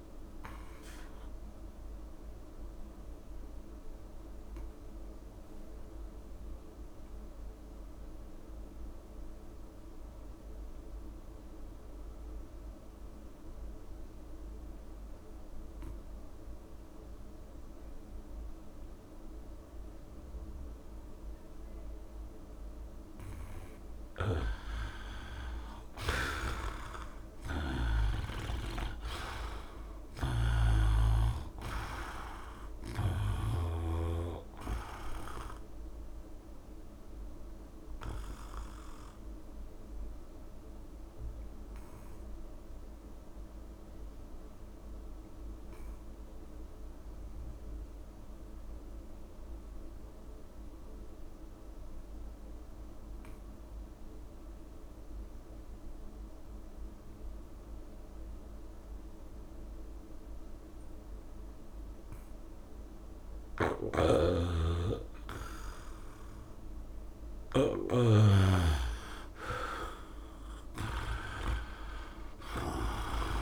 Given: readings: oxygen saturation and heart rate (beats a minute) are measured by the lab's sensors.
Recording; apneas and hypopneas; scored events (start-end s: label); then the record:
breathing in sleep by a room microphone; 2
0.00-20.00 s: oxygen desaturation (device-marked, oxygen 87% lowest, heart rate 66 extreme)
1.50-23.00 s: obstructive apnea (oxygen 99% before, 82% lowest, heart rate 69 before, 66 extreme, up 3 after)
25.00-28.50 s: arousal
26.00-31.50 s: snoring (device-marked)
28.00-50.00 s: oxygen desaturation (device-marked, oxygen 97% before, 83% lowest, heart rate 68 before, 66 extreme)
38.50-65.50 s: obstructive apnea (oxygen 97% before, 82% lowest, heart rate 70 before, 66 extreme, up 7 after)
63.00-73.42 s: oxygen desaturation (device-marked, oxygen 98% before, 82% lowest, heart rate 70 before, 66 extreme)
63.50-68.00 s: snoring (device-marked)
70.00-73.42 s: arousal
From the record:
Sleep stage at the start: N2 (light sleep); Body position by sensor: on the back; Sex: male